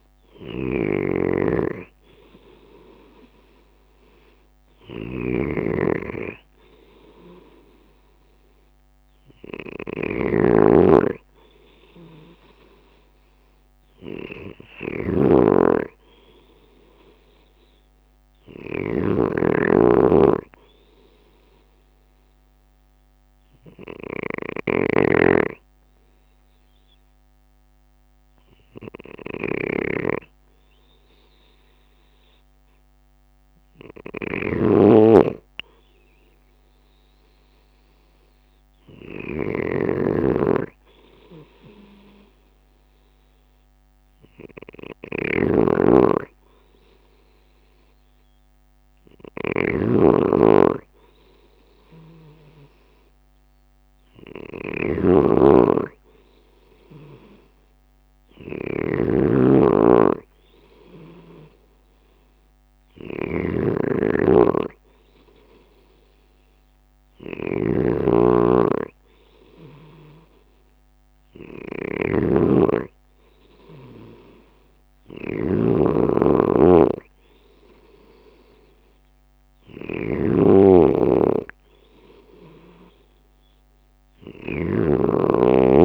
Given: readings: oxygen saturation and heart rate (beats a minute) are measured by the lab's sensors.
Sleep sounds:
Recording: breathing in sleep by a microphone on the trachea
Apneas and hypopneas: 1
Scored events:
0.00-5.00 s: drop in pulse transit time (device-marked, heart rate 54 extreme)
21.00-35.00 s: hypopnea (oxygen 96% before, 92% lowest, heart rate 56 before, 54 extreme, up 5 after)
37.00-41.50 s: arousal
54.50-59.50 s: snoring (device-marked)
75.50-85.85 s: snoring (device-marked)
From the record:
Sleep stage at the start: N2 (light sleep)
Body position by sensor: on the left side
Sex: male

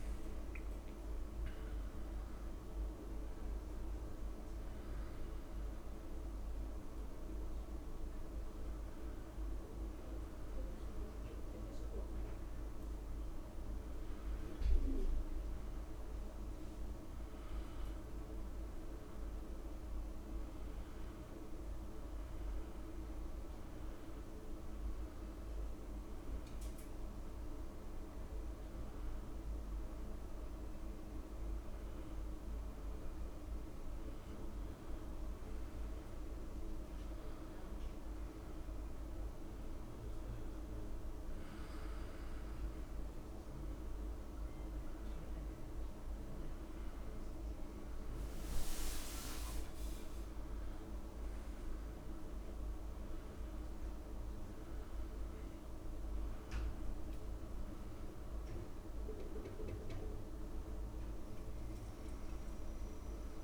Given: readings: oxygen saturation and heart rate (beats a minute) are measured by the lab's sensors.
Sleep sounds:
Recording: breathing in sleep, hard to hear, by a room microphone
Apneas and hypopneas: 1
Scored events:
24.50-35.50 s: hypopnea (oxygen 98% before, 93% lowest, heart rate 83 before, 78 extreme, up 2 after)
39.50-43.00 s: arousal
From the record:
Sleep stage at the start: N2 (light sleep)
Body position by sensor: on the back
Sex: male

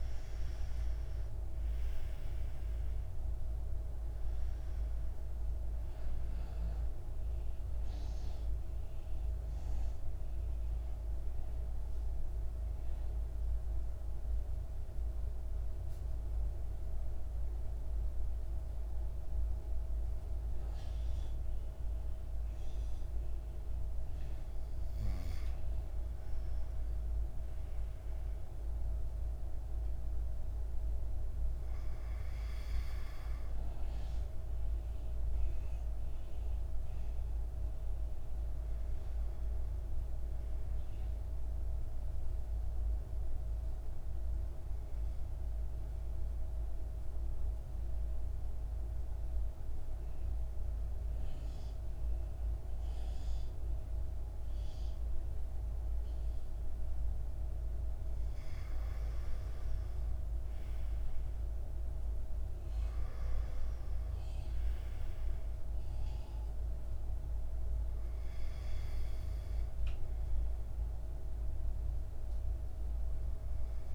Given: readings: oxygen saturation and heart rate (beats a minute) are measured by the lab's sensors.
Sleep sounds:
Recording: breathing in sleep, hard to hear, by a room microphone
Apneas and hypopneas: 2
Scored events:
0.00-2.50 s: arousal
1.50-18.50 s: oxygen desaturation (device-marked, oxygen 99% before, 90% lowest, heart rate 58 before, 55 extreme)
10.50-24.50 s: mixed apnea (oxygen 99% before, 90% lowest, heart rate 59 before, 53 extreme, up 2 after)
26.00-30.00 s: arousal
30.50-45.50 s: oxygen desaturation (device-marked, oxygen 99% before, 92% lowest, heart rate 57 before, 52 extreme)
45.50-58.00 s: obstructive apnea (oxygen 99% before, 90% lowest, heart rate 57 before, 53 extreme, up 8 after)
58.50-61.50 s: arousal
65.50-73.95 s: oxygen desaturation (device-marked, oxygen 97% before, 90% lowest, heart rate 56 before, 55 extreme)
From the record:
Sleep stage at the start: N2 (light sleep)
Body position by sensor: on the back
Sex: male

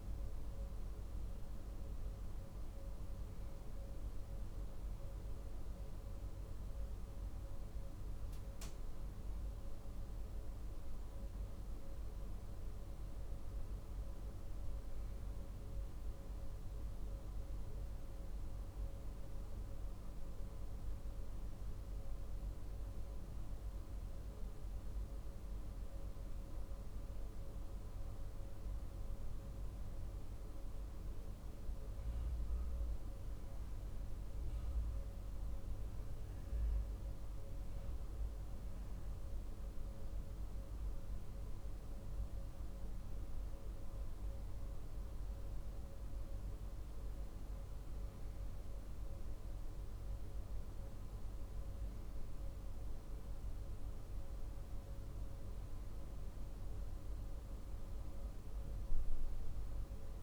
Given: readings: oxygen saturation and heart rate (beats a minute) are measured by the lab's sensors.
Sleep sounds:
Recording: breathing in sleep, hard to hear, by a room microphone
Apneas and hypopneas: none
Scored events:
none scored
From the record:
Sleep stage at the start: N2 (light sleep)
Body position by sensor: on the back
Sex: male

